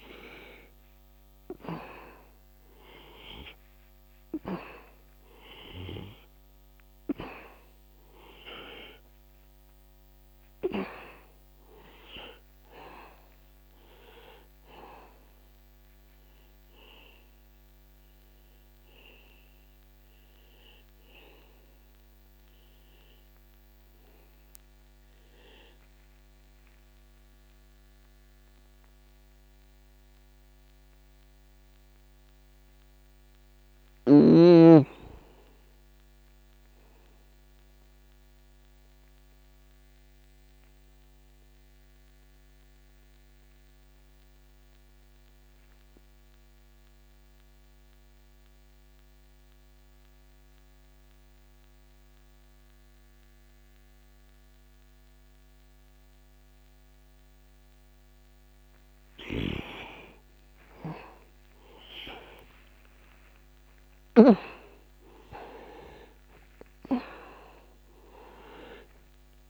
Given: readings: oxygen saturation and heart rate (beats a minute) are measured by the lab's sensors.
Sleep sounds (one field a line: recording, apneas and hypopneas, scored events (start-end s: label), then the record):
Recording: breathing in sleep by a microphone on the trachea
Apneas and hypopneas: 1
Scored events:
0.00-1.50 s: arousal
3.50-40.50 s: oxygen desaturation (device-marked, oxygen 98% before, 88% lowest, heart rate 61 before, 52 extreme)
19.50-59.50 s: obstructive apnea (oxygen 98% before, 82% lowest, heart rate 59 before, 36 extreme, up 0 after)
61.00-65.50 s: arousal
64.50-69.50 s: oxygen desaturation (device-marked, oxygen 97% before, 82% lowest, heart rate 59 before, 36 extreme)
From the record:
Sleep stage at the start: N2 (light sleep)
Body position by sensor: on the back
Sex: male